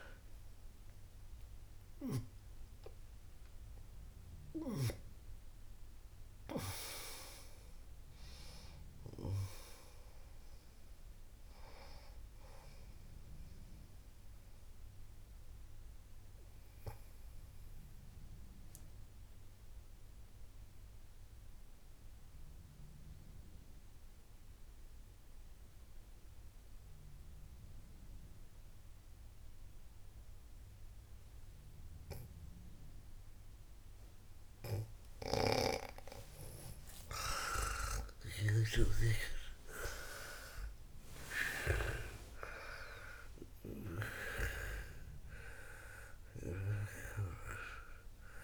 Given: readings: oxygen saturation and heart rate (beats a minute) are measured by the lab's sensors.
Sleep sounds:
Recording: breathing in sleep by a room microphone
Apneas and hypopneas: 1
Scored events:
0.00-3.00 s: snoring (device-marked)
0.00-24.00 s: oxygen desaturation (device-marked, oxygen 90% lowest, heart rate 57 extreme)
14.50-36.00 s: obstructive apnea (oxygen 98% before, 90% lowest, heart rate 74 before, 55 extreme, up 54 after)
35.00-42.50 s: snoring (device-marked)
37.50-41.50 s: arousal
41.00-48.44 s: oxygen desaturation (device-marked, oxygen 98% before, 93% lowest, heart rate 66 before, 54 extreme)
From the record:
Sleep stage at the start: N2 (light sleep)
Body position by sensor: on the back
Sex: female

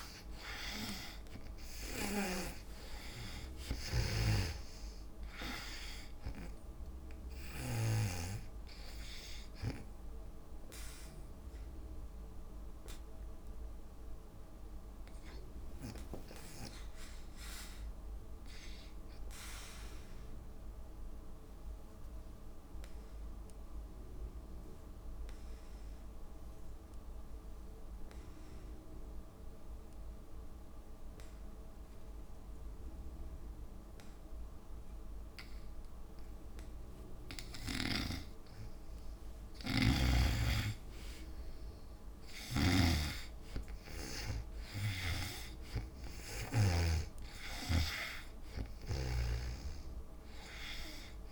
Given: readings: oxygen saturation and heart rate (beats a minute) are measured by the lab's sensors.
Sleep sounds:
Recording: breathing in sleep by a room microphone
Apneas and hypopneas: 1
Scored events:
0.00-2.50 s: arousal
0.00-8.00 s: snoring (device-marked)
0.00-22.50 s: oxygen desaturation (device-marked, oxygen 78% lowest, heart rate 59 extreme)
16.50-18.50 s: long interval between heartbeats (device-marked, heart rate 68 before, 70 extreme)
17.50-37.00 s: obstructive apnea (oxygen 95% before, 82% lowest, heart rate 68 before, 57 extreme, up 10 after)
29.50-39.50 s: drop in pulse transit time (device-marked, heart rate 64 before, 60 extreme)
35.50-51.32 s: oxygen desaturation (device-marked, oxygen 98% before, 82% lowest, heart rate 65 before, 57 extreme)
39.50-43.50 s: arousal
47.50-51.32 s: snoring (device-marked)
From the record:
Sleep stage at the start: N2 (light sleep)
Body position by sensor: on the back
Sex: female

